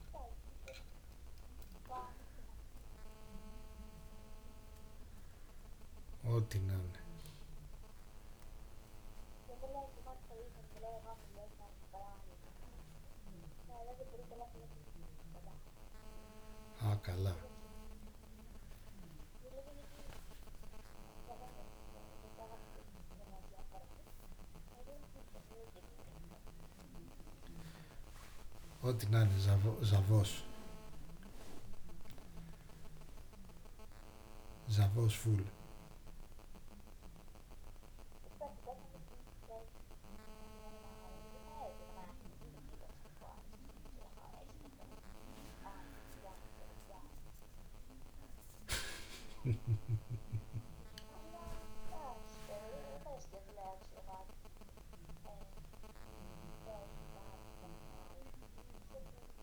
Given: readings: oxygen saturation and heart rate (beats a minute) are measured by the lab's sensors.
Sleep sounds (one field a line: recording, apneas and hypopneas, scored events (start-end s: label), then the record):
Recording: a person partly awake in a sleep study, by a room microphone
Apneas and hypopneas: none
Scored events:
24.00-59.43 s: new sleep stage, N2 (light sleep)
From the record:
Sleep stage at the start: awake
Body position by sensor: on the back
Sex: male